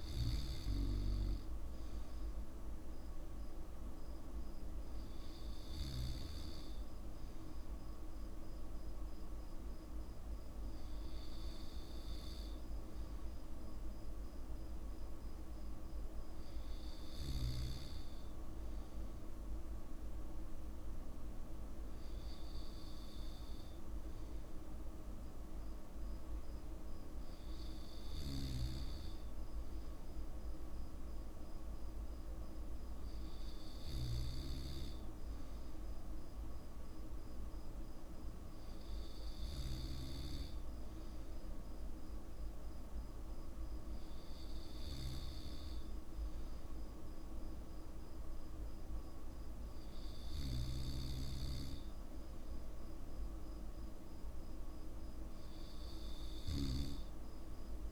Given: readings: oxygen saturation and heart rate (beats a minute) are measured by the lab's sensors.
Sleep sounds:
breathing in sleep, hard to hear, by a room microphone; none
none scored
From the record:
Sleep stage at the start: N2 (light sleep); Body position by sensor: on the back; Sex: male

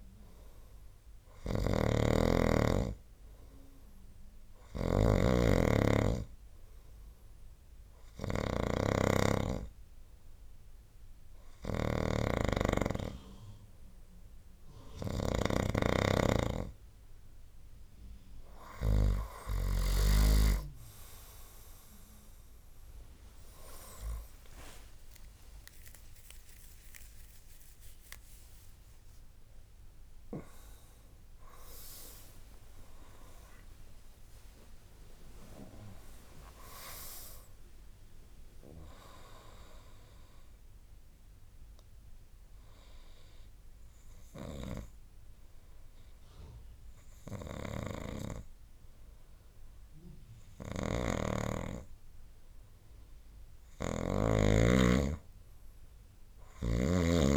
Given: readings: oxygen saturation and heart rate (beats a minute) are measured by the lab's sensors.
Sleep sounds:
breathing in sleep by a room microphone; 1
0.00-20.00 s: snoring (device-marked)
25.50-57.37 s: new sleep stage, N2 (light sleep)
31.50-36.50 s: tachycardia (device-marked, heart rate 71 before, 104 extreme)
33.00-37.00 s: arousal
40.00-52.50 s: hypopnea (oxygen 95% before, 92% lowest, heart rate 88 before, 64 extreme, up 7 after)
50.50-54.50 s: snoring (device-marked)
56.00-57.37 s: arousal
From the record:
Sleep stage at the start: N3 (deep sleep); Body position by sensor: on the right side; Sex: male

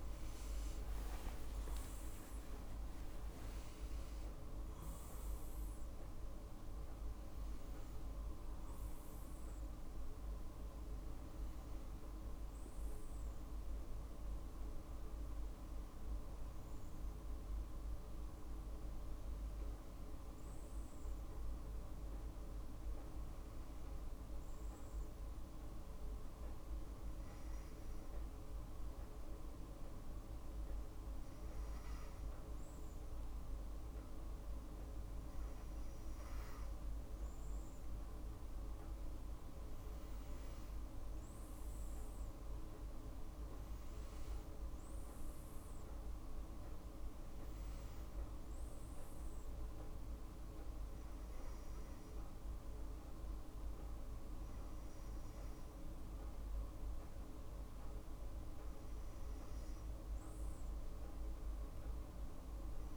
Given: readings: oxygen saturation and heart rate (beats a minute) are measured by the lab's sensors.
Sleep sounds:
a person awake in a sleep study, hard to hear, by a room microphone; none
0.00-1.50 s: tachycardia (device-marked, heart rate 159 extreme)
0.00-8.50 s: oxygen desaturation (device-marked, oxygen 91% lowest, heart rate 58 extreme)
31.50-62.97 s: new sleep stage, N2 (light sleep)
From the record:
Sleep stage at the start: awake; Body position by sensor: on the right side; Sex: female

